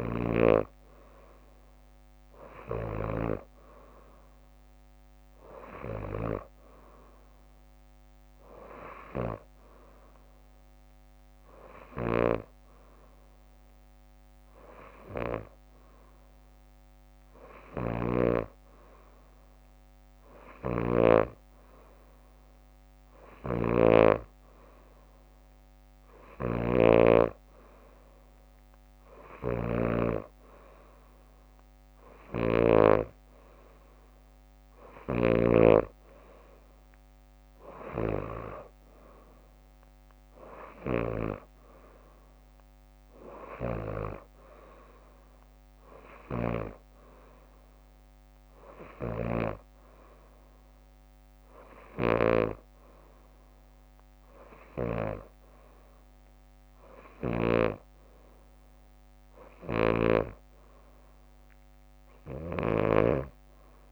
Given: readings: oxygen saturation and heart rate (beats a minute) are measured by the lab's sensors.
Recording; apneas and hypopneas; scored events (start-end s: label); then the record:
breathing in sleep by a microphone on the trachea; none
0.00-1.50 s: leg movement (device-marked)
0.00-3.00 s: snoring (device-marked)
11.50-21.00 s: snoring (device-marked)
23.00-44.00 s: snoring (device-marked)
34.50-44.50 s: leg movement (device-marked)
46.00-52.50 s: snoring (device-marked)
51.00-53.00 s: leg movement (device-marked)
59.50-63.00 s: snoring (device-marked)
From the record:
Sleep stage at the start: N2 (light sleep); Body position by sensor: on the back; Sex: female